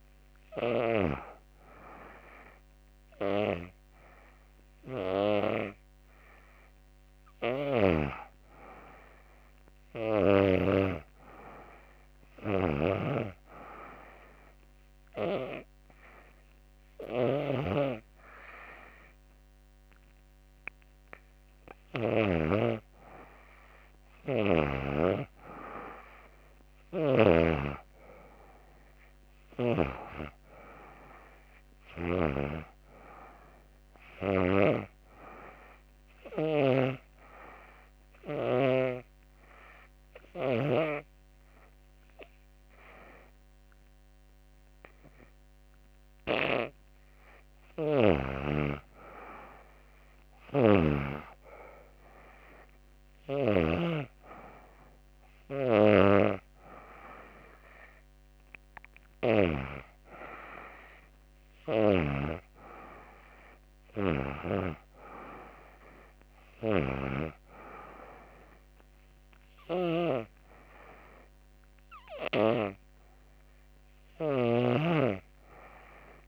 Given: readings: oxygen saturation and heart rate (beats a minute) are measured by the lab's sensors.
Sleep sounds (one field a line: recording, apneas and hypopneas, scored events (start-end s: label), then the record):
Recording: breathing in sleep by a microphone on the trachea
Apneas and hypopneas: 2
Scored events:
3.00-6.50 s: arousal
12.00-23.00 s: hypopnea (oxygen 95% before, 90% lowest, heart rate 85 before, 84 extreme, up 4 after)
27.50-39.50 s: oxygen desaturation (device-marked, oxygen 94% before, 91% lowest, heart rate 85 before, 85 extreme)
28.00-31.00 s: arousal
35.00-46.00 s: hypopnea (oxygen 94% before, 90% lowest, heart rate 86 before, 85 extreme, up 1 after)
49.00-52.00 s: arousal
52.50-60.50 s: oxygen desaturation (device-marked, oxygen 95% before, 90% lowest, heart rate 86 before, 84 extreme)
From the record:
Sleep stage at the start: N2 (light sleep)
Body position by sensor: on the back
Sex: female